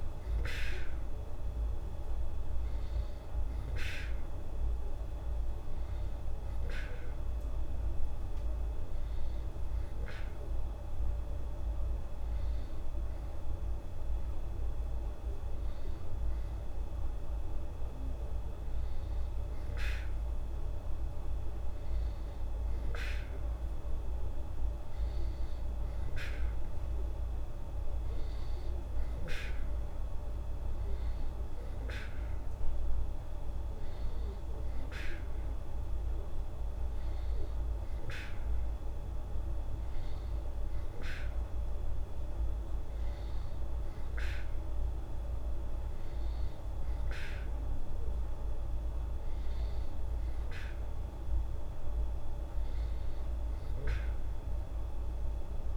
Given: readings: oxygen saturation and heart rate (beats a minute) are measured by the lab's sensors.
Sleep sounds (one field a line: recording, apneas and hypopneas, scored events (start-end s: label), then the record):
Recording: breathing in sleep, hard to hear, by a room microphone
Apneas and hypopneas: none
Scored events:
none scored
From the record:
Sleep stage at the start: N2 (light sleep)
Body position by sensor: on the back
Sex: female